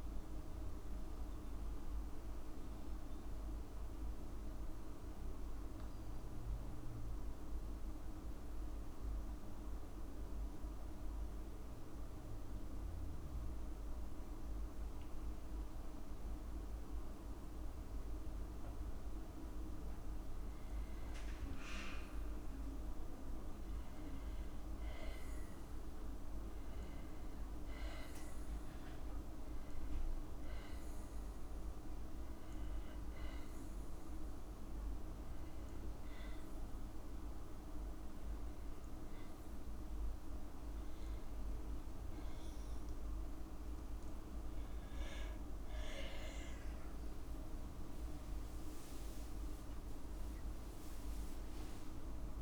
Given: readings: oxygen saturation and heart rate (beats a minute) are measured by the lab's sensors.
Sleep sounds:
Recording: breathing in sleep, hard to hear, by a room microphone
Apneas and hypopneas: 1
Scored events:
0.00-1.00 s: long interval between heartbeats (device-marked, heart rate 84 extreme)
2.00-4.00 s: long interval between heartbeats (device-marked, heart rate 76 before, 74 extreme)
5.50-7.50 s: long interval between heartbeats (device-marked, heart rate 78 before, 83 extreme)
9.50-22.50 s: obstructive apnea (oxygen 97% before, 94% lowest, heart rate 78 before, 56 extreme, up 44 after)
16.50-18.50 s: long interval between heartbeats (device-marked, heart rate 72 before, 66 extreme)
21.50-23.50 s: long interval between heartbeats (device-marked, heart rate 71 before, 90 extreme)
24.00-27.00 s: arousal
24.50-26.50 s: long interval between heartbeats (device-marked, heart rate 74 before, 96 extreme)
26.50-28.50 s: long interval between heartbeats (device-marked, heart rate 76 before, 99 extreme)
29.50-31.50 s: long interval between heartbeats (device-marked, heart rate 79 before, 96 extreme)
44.00-47.50 s: arousal
45.00-47.00 s: long interval between heartbeats (device-marked, heart rate 78 before, 70 extreme)
From the record:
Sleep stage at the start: N2 (light sleep)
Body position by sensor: on the back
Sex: female

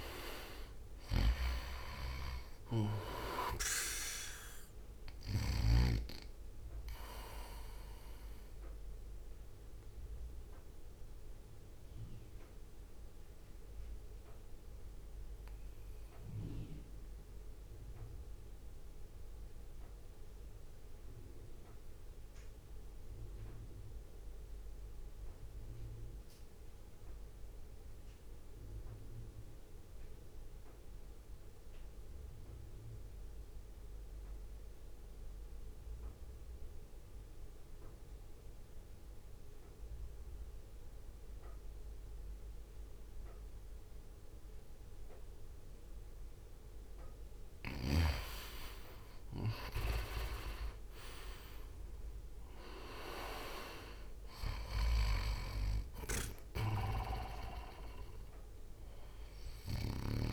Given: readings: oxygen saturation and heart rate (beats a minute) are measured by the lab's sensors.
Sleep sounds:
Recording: breathing in sleep by a room microphone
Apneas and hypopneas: 1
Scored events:
0.00-1.00 s: arousal
0.00-38.00 s: oxygen desaturation (device-marked, oxygen 83% lowest, heart rate 55 extreme)
1.00-13.00 s: drop in pulse transit time (device-marked, heart rate 61 before, 55 extreme)
8.50-46.50 s: mixed apnea (oxygen 99% before, 83% lowest, heart rate 61 before, 56 extreme, up 9 after)
40.00-60.33 s: oxygen desaturation (device-marked, oxygen 97% before, 87% lowest, heart rate 62 before, 60 extreme)
48.50-53.00 s: arousal
49.00-60.33 s: drop in pulse transit time (device-marked, heart rate 59 before, 60 extreme)
From the record:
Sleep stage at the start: REM sleep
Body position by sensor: on the right side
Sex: male

